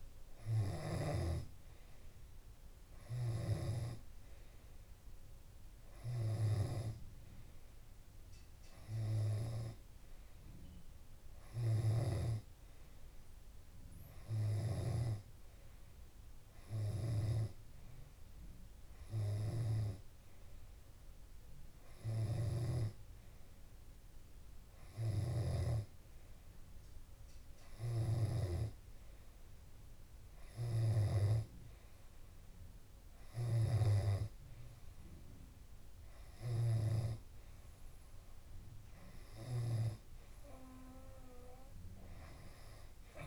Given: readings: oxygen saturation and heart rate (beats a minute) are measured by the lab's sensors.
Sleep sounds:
breathing in sleep by a room microphone; none
0.00-2.00 s: snoring (device-marked)
1.50-3.50 s: tachycardia (device-marked)
5.50-7.50 s: long interval between heartbeats (device-marked, heart rate 67 before, 76 extreme)
10.50-12.50 s: long interval between heartbeats (device-marked, heart rate 69 before, 66 extreme)
23.00-26.50 s: snoring (device-marked)
28.50-34.50 s: snoring (device-marked)
From the record:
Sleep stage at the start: N2 (light sleep); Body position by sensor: on the left side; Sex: male

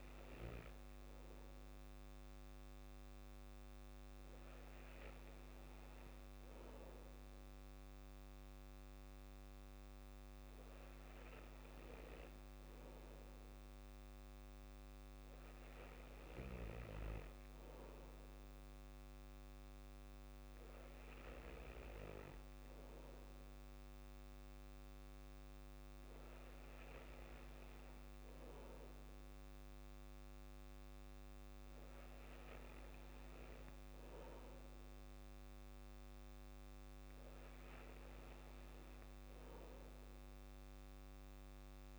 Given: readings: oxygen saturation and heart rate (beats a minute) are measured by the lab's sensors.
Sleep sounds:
breathing in sleep, hard to hear, by a microphone on the trachea; none
none scored
From the record:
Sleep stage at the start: N2 (light sleep); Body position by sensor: on the back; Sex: male

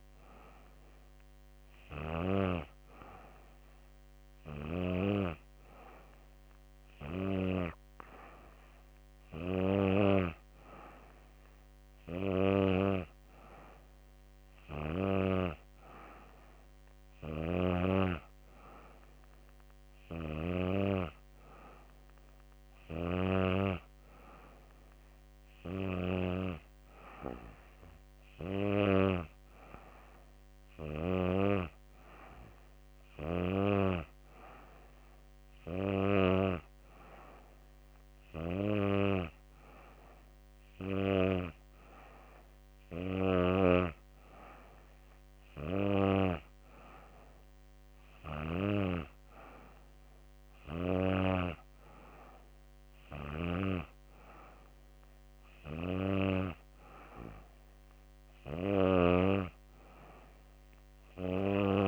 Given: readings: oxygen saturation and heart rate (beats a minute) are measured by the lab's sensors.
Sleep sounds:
breathing in sleep by a microphone on the trachea; none
none scored
From the record:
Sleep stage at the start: N2 (light sleep); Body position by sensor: on the back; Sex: female

